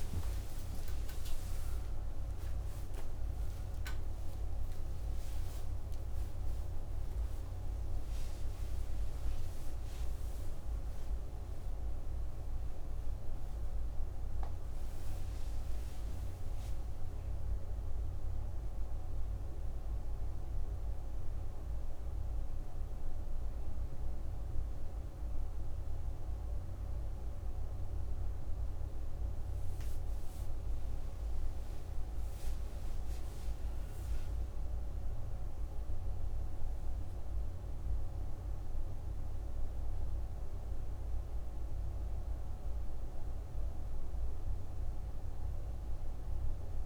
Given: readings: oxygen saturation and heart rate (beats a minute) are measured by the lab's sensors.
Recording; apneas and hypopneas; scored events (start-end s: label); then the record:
a person partly awake in a sleep study, hard to hear, by a room microphone; none
8.50-24.50 s: oxygen desaturation (device-marked, oxygen 94% before, 89% lowest)
21.50-46.86 s: new sleep stage, N1 (lightest sleep)
From the record:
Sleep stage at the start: awake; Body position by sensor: on the back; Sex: female